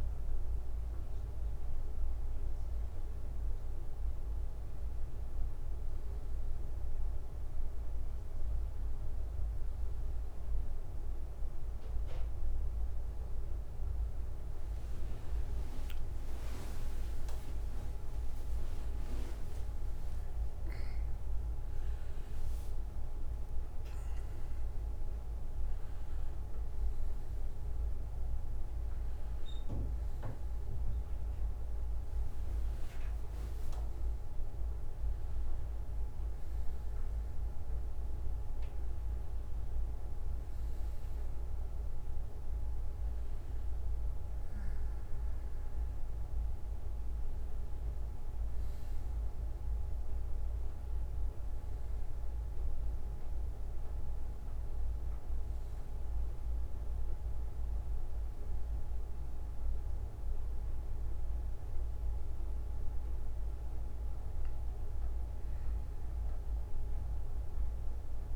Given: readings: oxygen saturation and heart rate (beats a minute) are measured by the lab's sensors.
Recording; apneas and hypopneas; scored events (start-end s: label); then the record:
breathing in sleep, hard to hear, by a room microphone; none
20.00-24.00 s: arousal
40.00-43.00 s: bradycardia (device-marked, heart rate 65 before, 63 extreme)
52.00-68.00 s: bradycardia (device-marked, heart rate 65 before, 56 extreme)
From the record:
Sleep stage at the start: N1 (lightest sleep); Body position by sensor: on the back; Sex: male